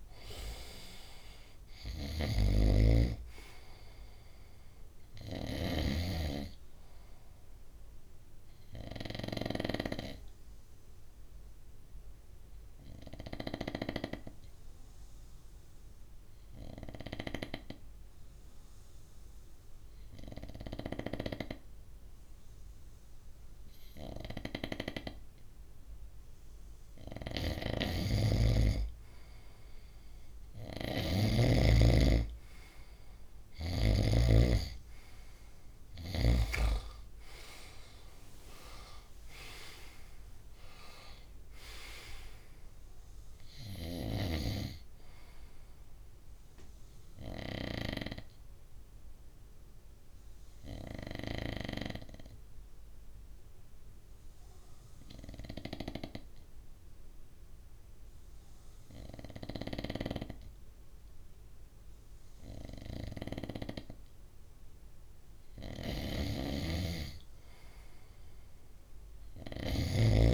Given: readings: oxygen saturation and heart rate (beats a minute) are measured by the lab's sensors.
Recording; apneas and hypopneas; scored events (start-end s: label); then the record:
breathing in sleep by a room microphone; 2
0.00-5.50 s: snoring (device-marked)
0.00-16.50 s: oxygen desaturation (device-marked, oxygen 93% lowest, heart rate 61 extreme)
9.50-26.00 s: obstructive apnea (oxygen 98% before, 94% lowest, heart rate 63 before, 61 extreme, up 4 after)
27.50-31.00 s: snoring (device-marked)
34.00-38.50 s: arousal
47.50-65.50 s: obstructive apnea (oxygen 98% before, 94% lowest, heart rate 69 before, 61 extreme, up 2 after)
66.00-70.34 s: snoring (device-marked)
67.50-70.34 s: arousal
67.50-70.34 s: oxygen desaturation (device-marked, oxygen 98% before, 94% lowest, heart rate 67 before, 61 extreme)
From the record:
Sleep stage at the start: N2 (light sleep); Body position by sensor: on the right side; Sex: male